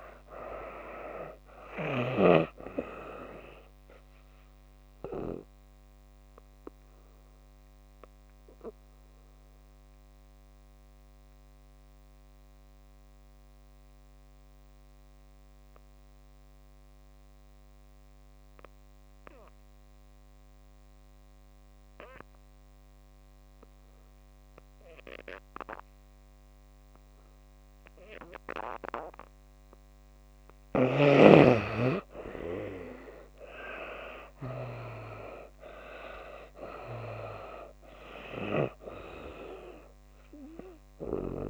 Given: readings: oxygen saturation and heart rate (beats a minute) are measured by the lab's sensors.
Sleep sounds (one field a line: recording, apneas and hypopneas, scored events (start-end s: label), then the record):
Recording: breathing in sleep by a microphone on the trachea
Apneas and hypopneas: 1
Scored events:
0.00-21.50 s: oxygen desaturation (device-marked, oxygen 75% lowest)
5.00-29.50 s: obstructive apnea (oxygen 95% before, 71% lowest)
32.00-36.00 s: arousal
33.50-41.50 s: oxygen desaturation (device-marked, oxygen 96% before, 71% lowest)
From the record:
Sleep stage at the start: N2 (light sleep)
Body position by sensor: on the back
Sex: female